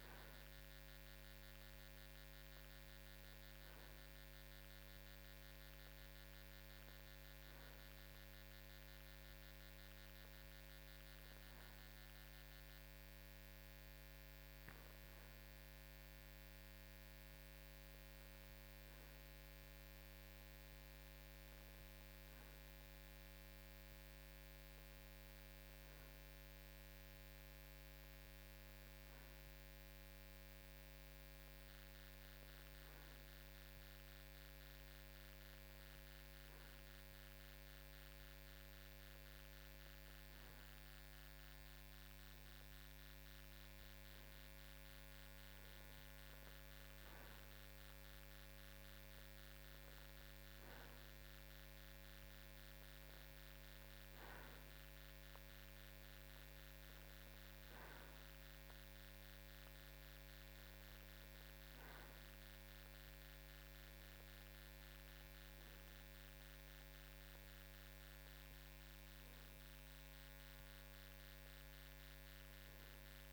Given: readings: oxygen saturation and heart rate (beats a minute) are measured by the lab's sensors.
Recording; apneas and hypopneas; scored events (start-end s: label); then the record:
breathing in sleep, hard to hear, by a microphone on the trachea; none
58.50-73.32 s: new sleep stage, awake
From the record:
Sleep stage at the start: N2 (light sleep); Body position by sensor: on the right side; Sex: male